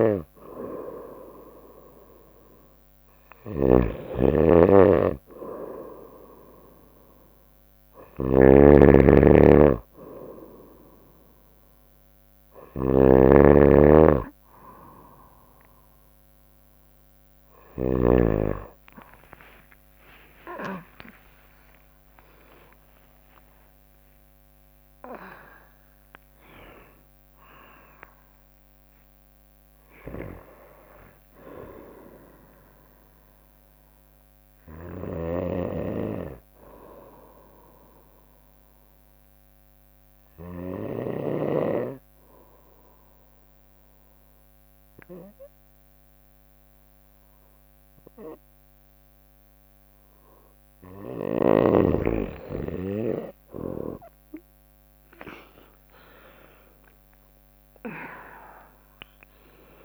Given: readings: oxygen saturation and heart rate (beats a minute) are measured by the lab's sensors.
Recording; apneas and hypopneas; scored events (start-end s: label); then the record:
breathing in sleep by a microphone on the trachea; 1
0.00-18.00 s: snoring (device-marked)
18.50-25.50 s: tachycardia (device-marked, heart rate 64 before, 139 extreme)
19.00-21.00 s: long interval between heartbeats (device-marked, heart rate 65 before, 74 extreme)
20.00-25.00 s: arousal
20.50-34.50 s: drop in pulse transit time (device-marked, heart rate 67 before, 69 extreme)
21.00-23.00 s: long interval between heartbeats (device-marked, heart rate 67 before, 93 extreme)
23.50-25.50 s: long interval between heartbeats (device-marked, heart rate 73 before, 130 extreme)
35.00-41.00 s: snoring (device-marked)
37.50-41.50 s: bradycardia (device-marked, heart rate 65 before, 59 extreme)
38.00-50.50 s: obstructive apnea (oxygen 97% before, 93% lowest, heart rate 90 before, 58 extreme, up 6 after)
47.50-49.50 s: bradycardia (device-marked, heart rate 65 before, 60 extreme)
54.50-59.85 s: oxygen desaturation (device-marked, oxygen 97% before, 93% lowest, heart rate 61 before, 61 extreme)
57.00-59.85 s: arousal
58.50-59.85 s: drop in pulse transit time (device-marked, heart rate 61 before, 63 extreme)
From the record:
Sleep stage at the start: N2 (light sleep); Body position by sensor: on the right side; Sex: female